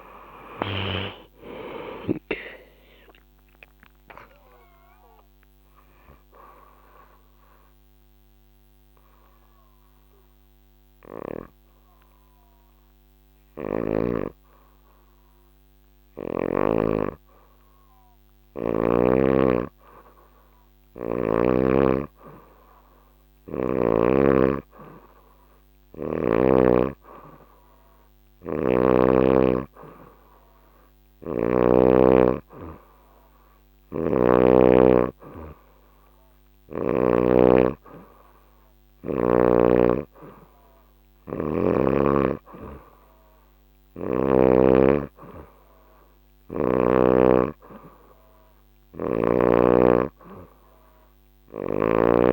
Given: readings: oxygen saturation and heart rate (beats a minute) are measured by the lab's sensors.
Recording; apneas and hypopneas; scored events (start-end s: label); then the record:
breathing in sleep by a microphone on the trachea; 1
0.00-2.00 s: snoring (device-marked)
1.00-4.00 s: arousal
6.00-17.50 s: obstructive apnea (oxygen 94% before, 90% lowest, heart rate 106 before, 75 extreme, up 41 after)
13.00-16.50 s: snoring (device-marked)
19.50-23.00 s: arousal
30.50-47.50 s: oxygen desaturation (device-marked, oxygen 98% before, 92% lowest, heart rate 94 before, 80 extreme)
From the record:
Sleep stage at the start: N2 (light sleep); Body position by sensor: on the back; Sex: female